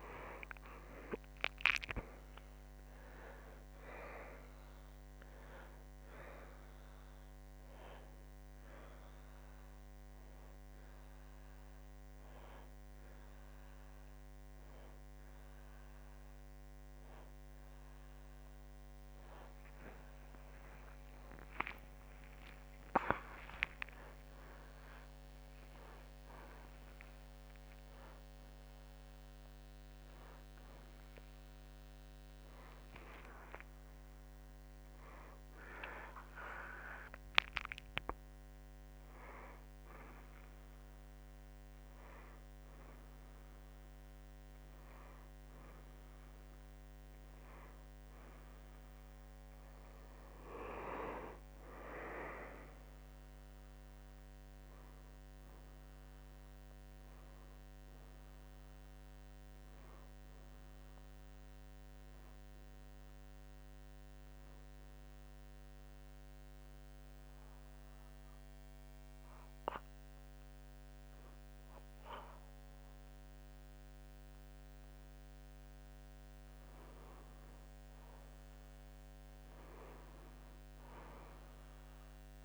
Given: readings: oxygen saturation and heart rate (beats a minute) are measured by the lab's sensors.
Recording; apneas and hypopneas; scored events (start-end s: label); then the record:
a person partly awake in a sleep study, by a microphone on the trachea; 1
3.50-16.50 s: oxygen desaturation (device-marked, oxygen 93% before, 90% lowest, heart rate 59 before, 57 extreme)
8.50-38.50 s: new sleep stage, awake
29.50-47.50 s: oxygen desaturation (device-marked, oxygen 94% before, 90% lowest, heart rate 92 before, 54 extreme)
38.50-82.45 s: new sleep stage, N1 (lightest sleep)
66.00-77.00 s: obstructive apnea (oxygen 98% before, 94% lowest, heart rate 62 before, 54 extreme, up 4 after)
80.00-82.45 s: arousal
From the record:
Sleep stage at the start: N2 (light sleep); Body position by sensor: on the back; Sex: male